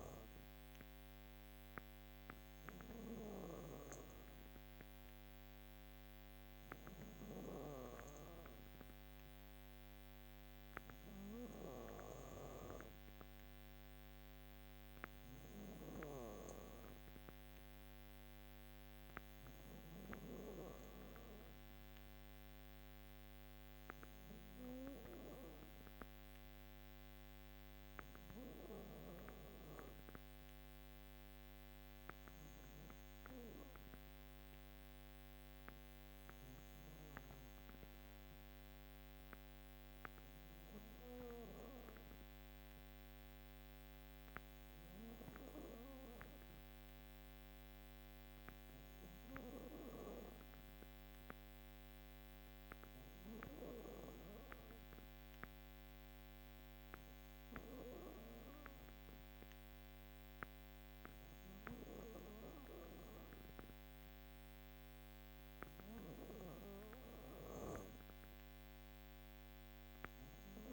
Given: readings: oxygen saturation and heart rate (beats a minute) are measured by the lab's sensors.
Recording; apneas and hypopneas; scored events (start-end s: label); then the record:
breathing in sleep by a microphone on the trachea; none
42.50-56.50 s: drop in pulse transit time (device-marked, heart rate 59 before, 58 extreme)
From the record:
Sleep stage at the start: N2 (light sleep); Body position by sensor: on the back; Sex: female